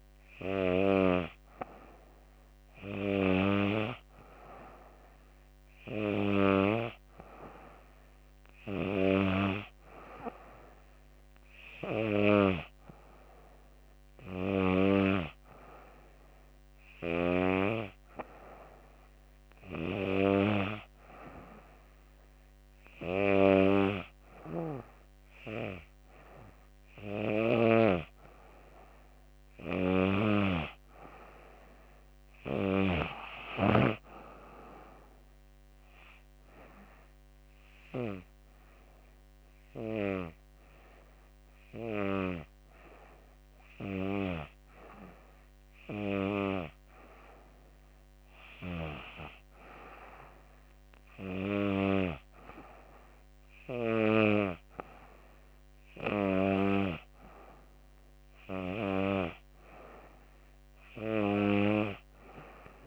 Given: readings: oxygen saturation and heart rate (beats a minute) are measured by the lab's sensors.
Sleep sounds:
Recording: breathing in sleep by a microphone on the trachea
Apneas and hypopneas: none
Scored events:
none scored
From the record:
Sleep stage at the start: N2 (light sleep)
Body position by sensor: on the back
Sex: female

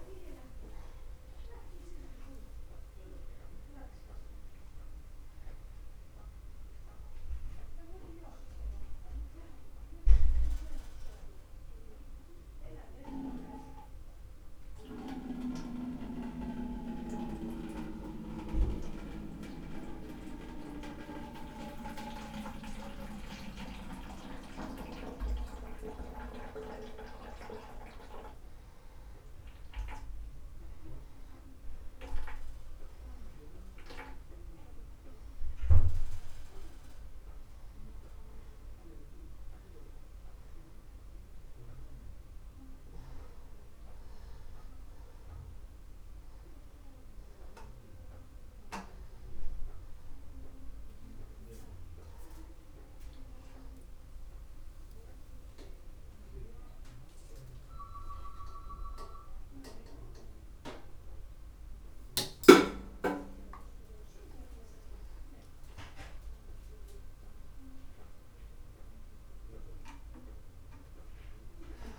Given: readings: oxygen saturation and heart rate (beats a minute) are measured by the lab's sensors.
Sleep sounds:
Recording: a person awake in a sleep study, by a room microphone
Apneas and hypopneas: 1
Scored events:
3.00-22.00 s: hypopnea (oxygen 98% before, 91% lowest, heart rate 128 before, 55 extreme, up 0 after)
22.00-50.00 s: oxygen desaturation (device-marked, oxygen 98% before, 91% lowest, heart rate 66 before, 55 extreme)
34.00-71.99 s: new sleep stage, awake
From the record:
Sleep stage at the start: N2 (light sleep)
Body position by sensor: upright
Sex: male

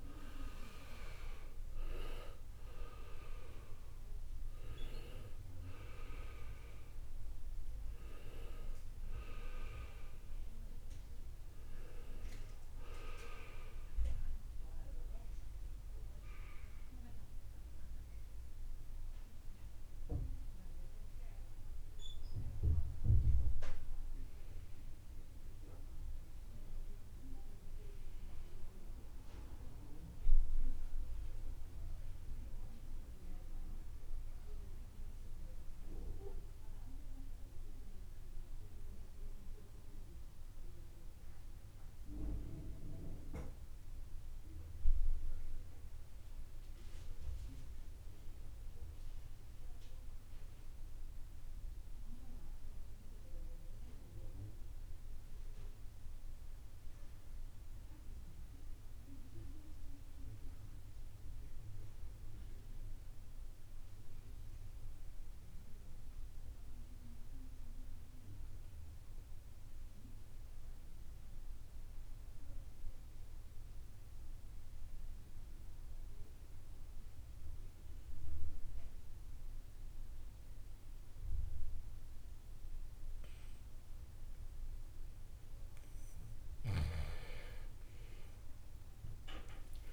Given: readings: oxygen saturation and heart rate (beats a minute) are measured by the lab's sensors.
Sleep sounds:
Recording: breathing in sleep by a room microphone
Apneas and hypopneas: 1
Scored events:
0.00-41.50 s: oxygen desaturation (device-marked, oxygen 79% lowest, heart rate 53 extreme)
24.00-28.00 s: arousal
32.50-85.50 s: mixed apnea (oxygen 91% before, 79% lowest, heart rate 76 before, 49 extreme, up 21 after)
73.50-89.93 s: oxygen desaturation (device-marked, oxygen 97% before, 91% lowest, heart rate 62 before, 49 extreme)
83.50-89.93 s: new sleep stage, N1 (lightest sleep)
87.50-89.93 s: arousal
From the record:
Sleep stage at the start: REM sleep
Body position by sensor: on the right side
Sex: male

